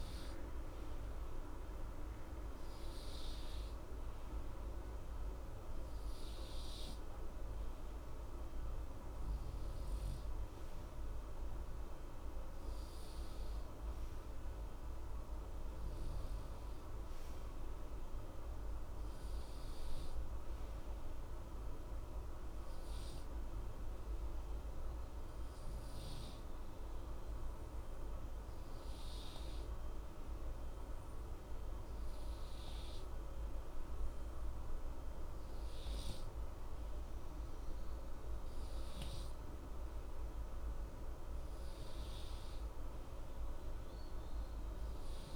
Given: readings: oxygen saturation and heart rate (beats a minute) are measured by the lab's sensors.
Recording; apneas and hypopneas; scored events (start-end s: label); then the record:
breathing in sleep, hard to hear, by a room microphone; 1
22.50-39.50 s: hypopnea (oxygen 94% before, 93% lowest, heart rate 60 before, 60 extreme, up 0 after)
41.50-45.36 s: arousal
From the record:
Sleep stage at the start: N2 (light sleep); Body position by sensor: on the right side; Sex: male